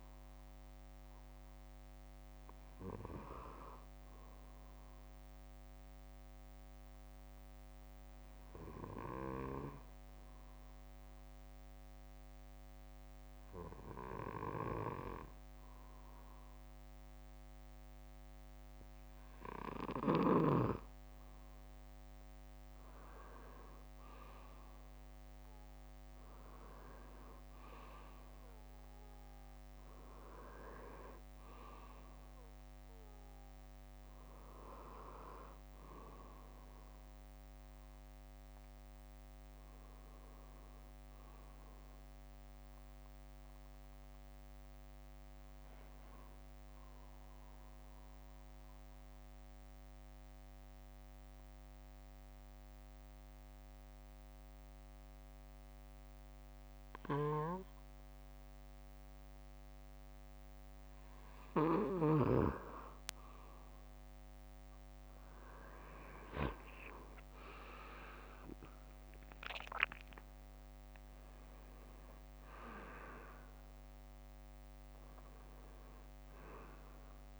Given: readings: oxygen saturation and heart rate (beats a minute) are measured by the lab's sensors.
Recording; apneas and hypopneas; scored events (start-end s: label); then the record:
breathing in sleep by a microphone on the trachea; 2
0.00-1.50 s: bradycardia (device-marked, heart rate 57 extreme)
5.50-19.50 s: obstructive apnea (oxygen 96% before, 93% lowest, heart rate 60 before, 58 extreme, up 3 after)
7.50-9.50 s: bradycardia (device-marked, heart rate 61 before, 60 extreme)
22.00-25.50 s: arousal
31.50-56.50 s: oxygen desaturation (device-marked, oxygen 97% before, 93% lowest, heart rate 60 before, 57 extreme)
44.50-60.50 s: obstructive apnea (oxygen 97% before, 93% lowest, heart rate 61 before, 59 extreme, up 2 after)
45.50-47.50 s: bradycardia (device-marked, heart rate 61 before, 57 extreme)
64.50-69.50 s: arousal
72.50-77.39 s: oxygen desaturation (device-marked, oxygen 97% before, 93% lowest, heart rate 61 before, 57 extreme)
From the record:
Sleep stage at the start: N2 (light sleep); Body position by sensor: on the back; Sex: male